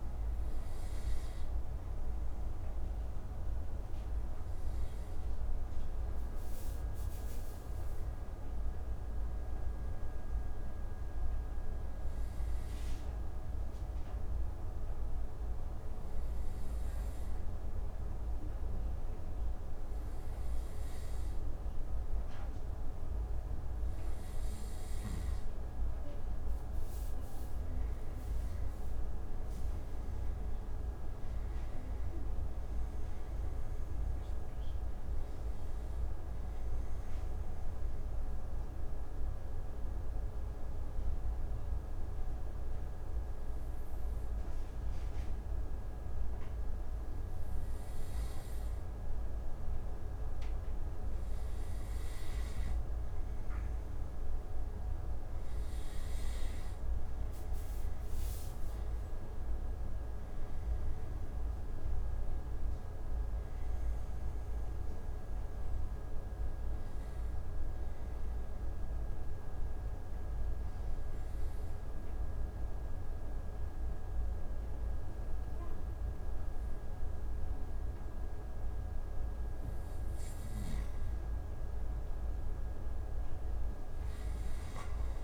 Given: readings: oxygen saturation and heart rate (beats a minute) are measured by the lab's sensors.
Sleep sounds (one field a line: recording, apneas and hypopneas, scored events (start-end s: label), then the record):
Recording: breathing in sleep, hard to hear, by a room microphone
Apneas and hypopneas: 3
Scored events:
13.50-26.00 s: obstructive apnea (oxygen 94% before, 91% lowest)
27.50-32.00 s: arousal
37.00-50.50 s: obstructive apnea (oxygen 94% before, 91% lowest)
52.00-55.50 s: arousal
61.50-73.50 s: oxygen desaturation (device-marked, oxygen 95% before, 91% lowest)
68.50-79.50 s: obstructive apnea (oxygen 95% before, 91% lowest)
82.00-85.00 s: arousal
From the record:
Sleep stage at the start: N2 (light sleep)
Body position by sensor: on the right side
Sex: male